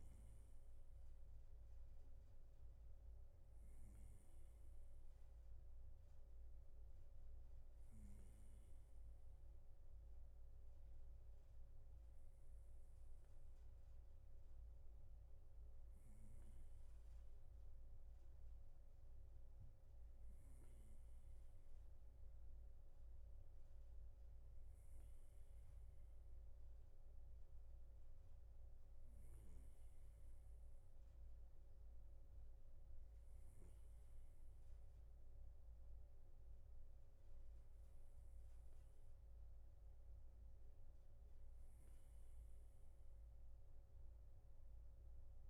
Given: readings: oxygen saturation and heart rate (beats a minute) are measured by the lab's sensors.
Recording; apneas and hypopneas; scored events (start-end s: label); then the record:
breathing in sleep, hard to hear, by a room microphone; none
26.50-45.50 s: new sleep stage, N3 (deep sleep)
From the record:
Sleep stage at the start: N2 (light sleep); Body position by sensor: on the right side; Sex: male